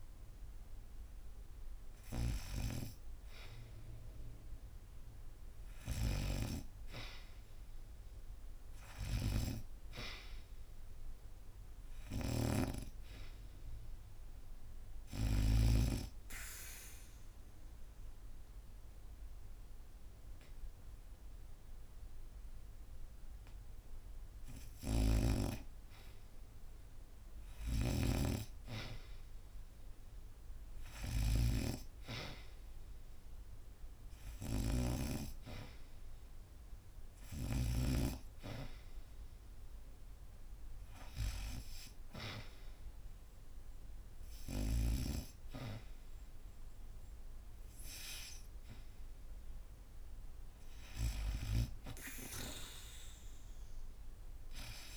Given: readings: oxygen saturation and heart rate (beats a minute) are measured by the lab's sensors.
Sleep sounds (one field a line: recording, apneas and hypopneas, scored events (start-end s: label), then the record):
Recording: breathing in sleep by a room microphone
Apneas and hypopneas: 1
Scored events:
0.00-1.00 s: oxygen desaturation (device-marked, oxygen 90% before, 87% lowest, heart rate 77 before, 77 extreme)
5.50-15.50 s: snoring (device-marked)
15.00-25.00 s: obstructive apnea (oxygen 90% before, 82% lowest, heart rate 78 before, 77 extreme, up 2 after)
24.50-37.50 s: snoring (device-marked)
27.00-29.50 s: arousal
41.00-54.97 s: oxygen desaturation (device-marked, oxygen 91% before, 82% lowest, heart rate 80 before, 79 extreme)
From the record:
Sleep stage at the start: REM sleep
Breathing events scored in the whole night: 164 in 5.3 hours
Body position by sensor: on the back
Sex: female